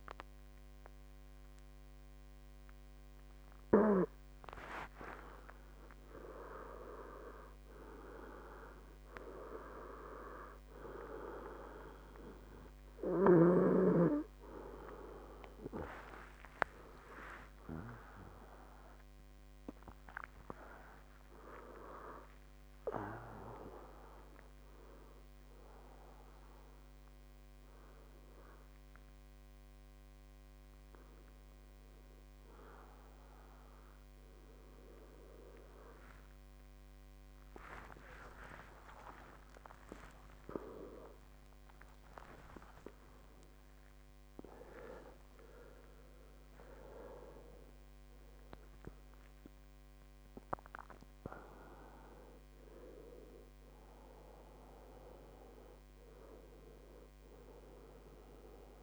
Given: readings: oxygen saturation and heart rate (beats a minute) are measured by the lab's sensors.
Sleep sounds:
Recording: a person awake in a sleep study, by a microphone on the trachea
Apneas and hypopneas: none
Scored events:
21.50-58.83 s: new sleep stage, awake
42.00-44.00 s: long interval between heartbeats (device-marked, heart rate 80 before, 88 extreme)
45.50-47.50 s: long interval between heartbeats (device-marked, heart rate 81 before, 96 extreme)
From the record:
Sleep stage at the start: N2 (light sleep)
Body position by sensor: on the right side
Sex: male

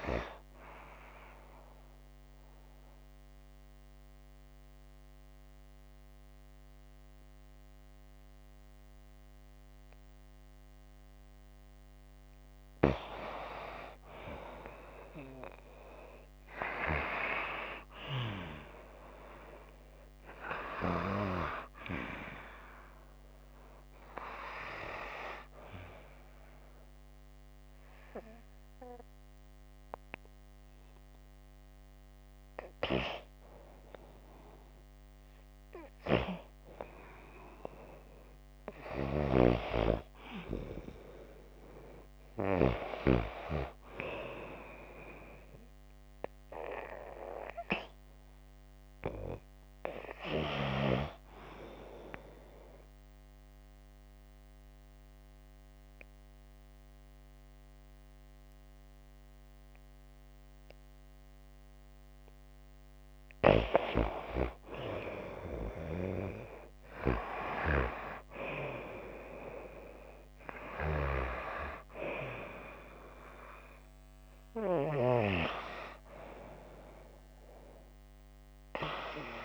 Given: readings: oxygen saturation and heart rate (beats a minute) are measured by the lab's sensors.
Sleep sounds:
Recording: breathing in sleep by a microphone on the trachea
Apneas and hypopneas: 3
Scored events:
1.00-12.00 s: obstructive apnea (oxygen 93% before, 90% lowest, heart rate 56 before, 53 extreme, up 2 after)
14.00-16.50 s: arousal
25.00-35.00 s: obstructive apnea (oxygen 93% before, 90% lowest, heart rate 55 before, 54 extreme, up 0 after)
36.50-40.50 s: arousal
43.00-60.00 s: oxygen desaturation (device-marked, oxygen 94% before, 90% lowest, heart rate 56 before, 34 extreme)
52.50-62.50 s: obstructive apnea (oxygen 94% before, 89% lowest, heart rate 58 before, 34 extreme, up 47 after)
65.00-69.00 s: arousal
70.00-79.45 s: oxygen desaturation (device-marked, oxygen 94% before, 91% lowest, heart rate 71 before, 52 extreme)
From the record:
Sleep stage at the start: N2 (light sleep)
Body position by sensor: on the back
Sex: female

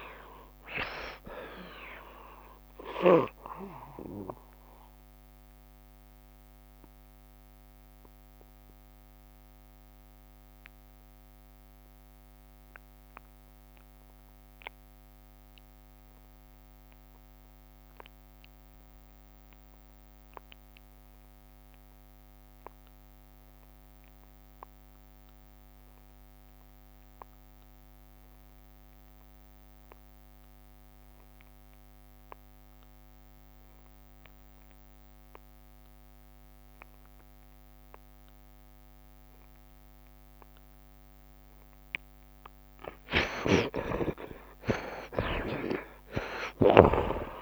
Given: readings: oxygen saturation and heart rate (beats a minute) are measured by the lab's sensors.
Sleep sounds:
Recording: breathing in sleep by a microphone on the trachea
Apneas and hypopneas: 1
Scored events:
0.00-18.50 s: oxygen desaturation (device-marked, oxygen 48% lowest, heart rate 54 extreme)
1.00-3.00 s: long interval between heartbeats (device-marked, heart rate 90 before, 65 extreme)
5.50-43.00 s: mixed apnea (oxygen 58% before, 48% lowest, heart rate 87 before, 33 extreme, up 45 after)
20.50-47.42 s: oxygen desaturation (device-marked, oxygen 82% before, 49% lowest, heart rate 73 before, 33 extreme)
24.00-26.00 s: long interval between heartbeats (device-marked, heart rate 75 before, 83 extreme)
25.50-47.42 s: tachycardia (device-marked, heart rate 78 before, 206 extreme)
27.00-29.00 s: long interval between heartbeats (device-marked, heart rate 77 before, 93 extreme)
30.00-32.00 s: long interval between heartbeats (device-marked, heart rate 80 before, 122 extreme)
33.50-35.50 s: long interval between heartbeats (device-marked, heart rate 92 before, 161 extreme)
35.50-37.50 s: long interval between heartbeats (device-marked, heart rate 101 before, 168 extreme)
38.00-40.00 s: long interval between heartbeats (device-marked, heart rate 111 before, 193 extreme)
44.00-46.00 s: long interval between heartbeats (device-marked, heart rate 148 before, 198 extreme)
44.50-47.42 s: arousal
From the record:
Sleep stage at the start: N2 (light sleep)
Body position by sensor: on the right side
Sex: male

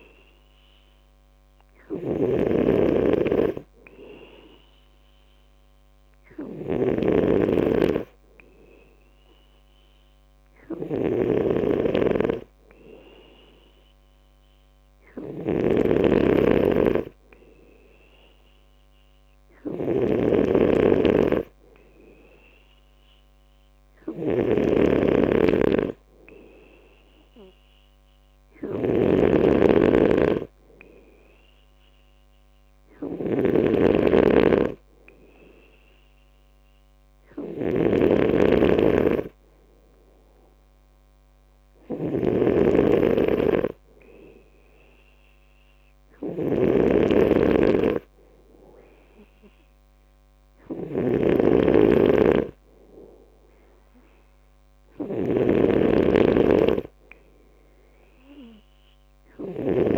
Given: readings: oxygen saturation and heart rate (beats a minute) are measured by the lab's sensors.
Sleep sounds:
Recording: breathing in sleep by a microphone on the trachea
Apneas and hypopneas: none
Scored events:
0.00-59.98 s: snoring (device-marked)
From the record:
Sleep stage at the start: N2 (light sleep)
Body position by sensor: on the left side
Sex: male

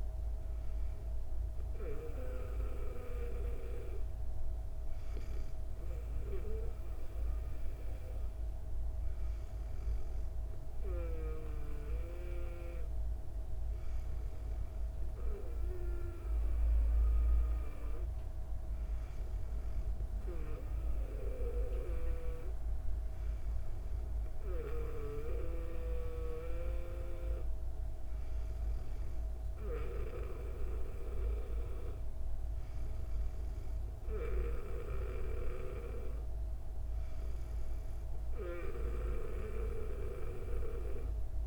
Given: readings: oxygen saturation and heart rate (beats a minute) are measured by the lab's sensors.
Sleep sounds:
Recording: breathing in sleep by a room microphone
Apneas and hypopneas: none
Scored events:
none scored
From the record:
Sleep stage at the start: N2 (light sleep)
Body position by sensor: on the back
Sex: female

